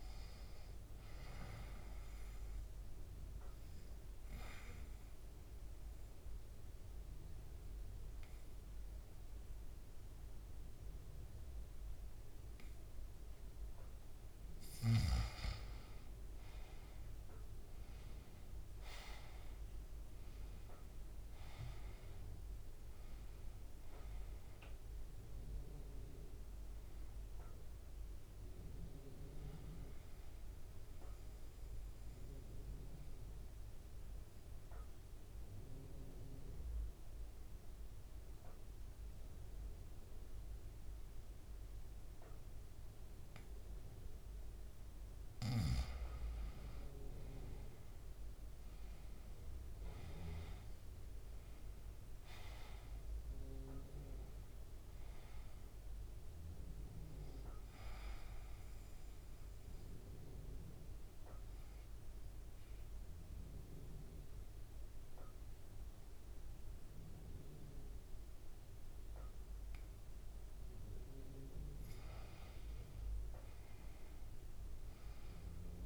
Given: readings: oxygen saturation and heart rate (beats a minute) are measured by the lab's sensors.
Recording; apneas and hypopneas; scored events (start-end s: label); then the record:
breathing in sleep by a room microphone; 3
3.00-14.00 s: obstructive apnea (oxygen 98% before, 89% lowest, heart rate 70 before, 66 extreme, up 3 after)
5.00-17.00 s: oxygen desaturation (device-marked, oxygen 98% before, 94% lowest, heart rate 70 before, 66 extreme)
16.00-20.00 s: arousal
29.00-45.00 s: oxygen desaturation (device-marked, oxygen 96% before, 89% lowest, heart rate 68 before, 66 extreme)
30.50-45.50 s: mixed apnea (oxygen 98% before, 89% lowest, heart rate 69 before, 66 extreme, up 6 after)
46.50-50.00 s: arousal
56.00-73.00 s: oxygen desaturation (device-marked, oxygen 98% before, 90% lowest, heart rate 69 before, 68 extreme)
58.50-70.50 s: obstructive apnea (oxygen 98% before, 88% lowest, heart rate 69 before, 69 extreme, up 3 after)
73.50-75.86 s: arousal
From the record:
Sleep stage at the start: N2 (light sleep); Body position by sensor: on the back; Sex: male